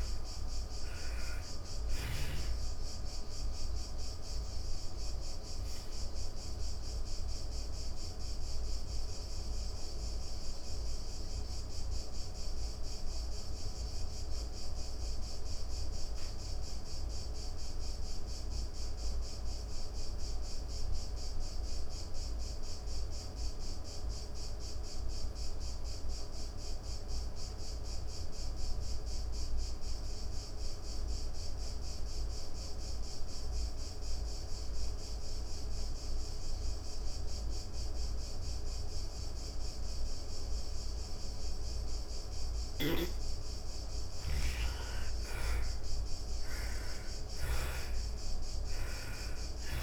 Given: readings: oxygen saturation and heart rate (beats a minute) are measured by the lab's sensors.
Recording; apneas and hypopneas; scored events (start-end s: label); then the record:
breathing in sleep, hard to hear, by a room microphone; 1
0.00-21.50 s: oxygen desaturation (device-marked, oxygen 75% lowest, heart rate 67 extreme)
4.50-42.00 s: obstructive apnea (oxygen 98% before, 72% lowest, heart rate 104 before, 87 extreme, up 25 after)
36.50-49.82 s: oxygen desaturation (device-marked, oxygen 98% before, 72% lowest, heart rate 141 before, 87 extreme)
41.50-46.50 s: snoring (device-marked)
43.00-48.00 s: arousal
48.50-49.82 s: snoring (device-marked)
From the record:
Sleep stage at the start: N2 (light sleep); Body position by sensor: on the back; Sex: female